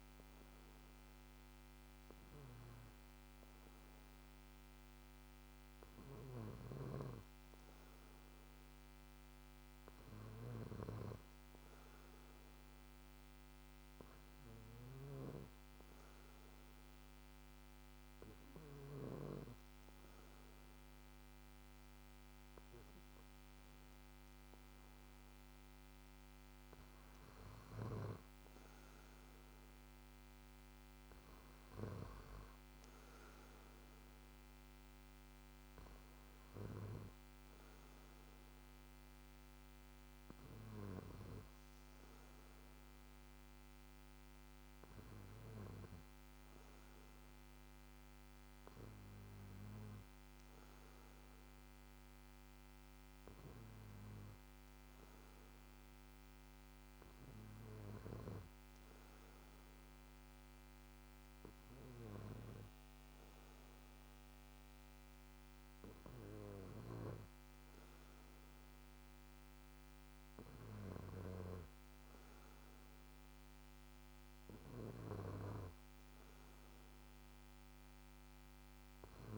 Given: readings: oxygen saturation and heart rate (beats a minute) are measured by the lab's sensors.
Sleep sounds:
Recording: breathing in sleep by a microphone on the trachea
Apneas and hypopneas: none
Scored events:
6.00-19.00 s: snoring (device-marked)
From the record:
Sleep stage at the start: N2 (light sleep)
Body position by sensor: on the back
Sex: male

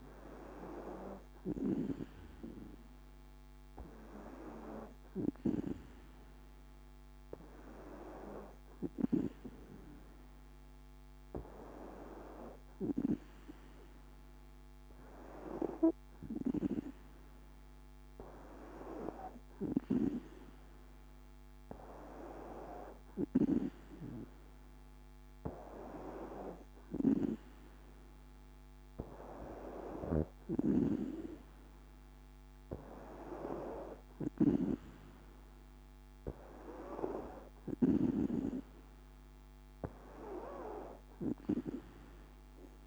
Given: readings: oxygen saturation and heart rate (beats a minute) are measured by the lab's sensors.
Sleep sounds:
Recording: breathing in sleep by a microphone on the trachea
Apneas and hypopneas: none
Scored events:
none scored
From the record:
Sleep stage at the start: N2 (light sleep)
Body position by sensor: on the back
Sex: female

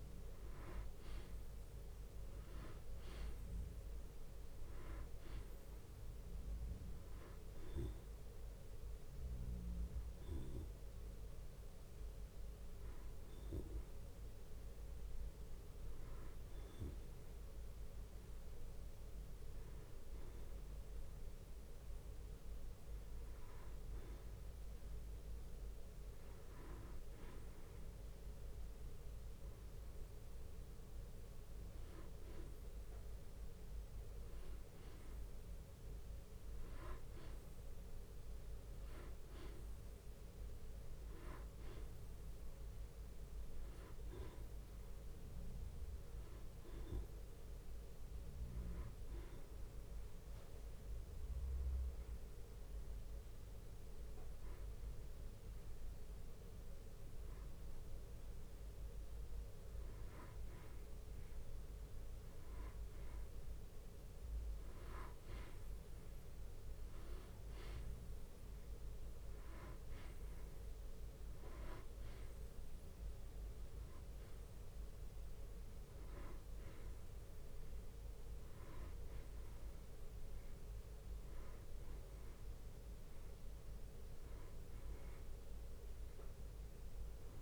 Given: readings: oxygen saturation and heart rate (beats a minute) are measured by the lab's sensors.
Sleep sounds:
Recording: breathing in sleep, hard to hear, by a room microphone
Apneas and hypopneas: 2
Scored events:
0.00-2.00 s: arousal
4.50-20.50 s: oxygen desaturation (device-marked, oxygen 97% before, 94% lowest, heart rate 61 before, 57 extreme)
5.50-17.50 s: bradycardia (device-marked, heart rate 62 before, 57 extreme)
16.00-26.50 s: hypopnea (oxygen 98% before, 94% lowest, heart rate 60 before, 53 extreme, up 9 after)
22.50-38.50 s: drop in pulse transit time (device-marked, heart rate 61 before, 63 extreme)
28.00-32.00 s: arousal
41.50-50.50 s: bradycardia (device-marked, heart rate 62 before, 53 extreme)
50.00-61.00 s: hypopnea (oxygen 97% before, 94% lowest, heart rate 63 before, 57 extreme, up 4 after)
52.50-61.50 s: drop in pulse transit time (device-marked, heart rate 62 before, 59 extreme)
63.50-68.50 s: bradycardia (device-marked, heart rate 62 before, 57 extreme)
65.00-70.00 s: arousal
83.50-87.42 s: bradycardia (device-marked, heart rate 62 before, 51 extreme)
From the record:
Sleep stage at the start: N2 (light sleep)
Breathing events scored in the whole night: 305 in 3.8 hours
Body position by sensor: on the back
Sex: male

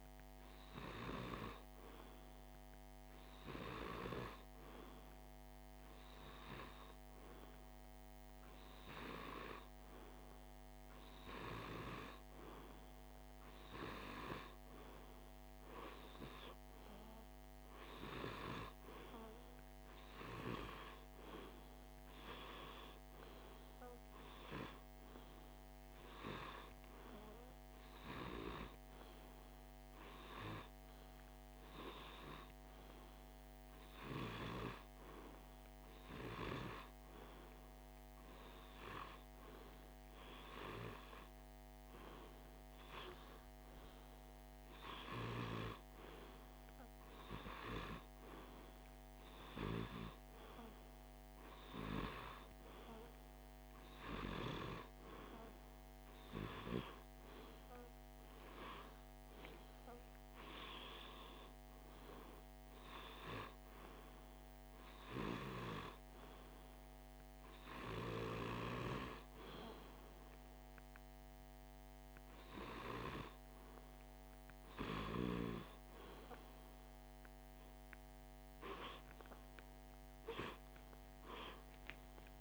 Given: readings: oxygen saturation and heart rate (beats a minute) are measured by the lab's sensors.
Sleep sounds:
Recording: breathing in sleep by a microphone on the trachea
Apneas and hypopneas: none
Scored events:
none scored
From the record:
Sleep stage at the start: REM sleep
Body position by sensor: on the left side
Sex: male

